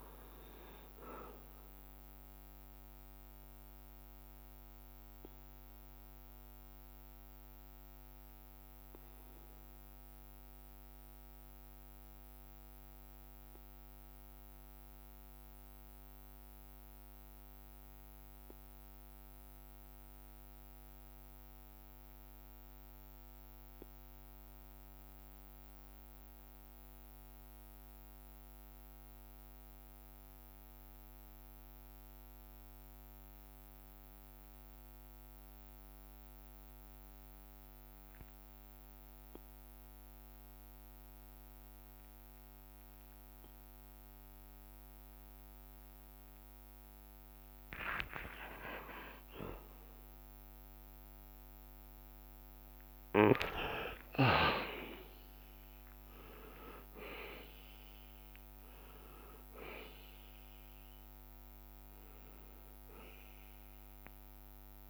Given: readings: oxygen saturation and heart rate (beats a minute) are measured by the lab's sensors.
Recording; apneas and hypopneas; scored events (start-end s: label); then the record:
breathing in sleep by a microphone on the trachea; 1
0.00-12.50 s: bradycardia (device-marked)
0.00-19.50 s: oxygen desaturation (device-marked, oxygen 89% lowest)
6.50-46.00 s: obstructive apnea (oxygen 97% before, 88% lowest)
39.50-64.90 s: oxygen desaturation (device-marked, oxygen 98% before, 88% lowest)
47.50-49.00 s: leg movement (device-marked)
49.00-55.00 s: arousal
49.50-64.90 s: bradycardia (device-marked)
53.00-61.50 s: leg movement (device-marked)
56.50-58.50 s: long interval between heartbeats (device-marked)
62.50-64.90 s: leg movement (device-marked)
From the record:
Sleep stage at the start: N2 (light sleep); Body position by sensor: on the back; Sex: male